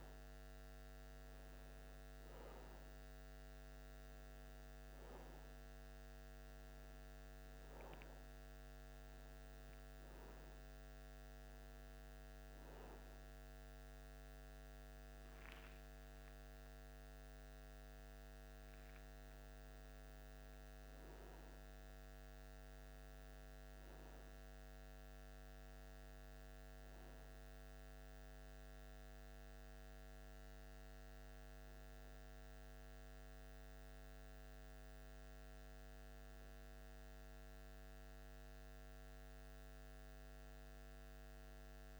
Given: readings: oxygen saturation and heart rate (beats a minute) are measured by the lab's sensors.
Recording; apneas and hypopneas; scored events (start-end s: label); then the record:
a person partly awake in a sleep study, hard to hear, by a microphone on the trachea; none
13.00-42.00 s: new sleep stage, N1 (lightest sleep)
31.00-42.00 s: oxygen desaturation (device-marked, oxygen 95% before, 88% lowest, heart rate 77 before, 75 extreme)
From the record:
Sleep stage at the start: awake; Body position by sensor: on the back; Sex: male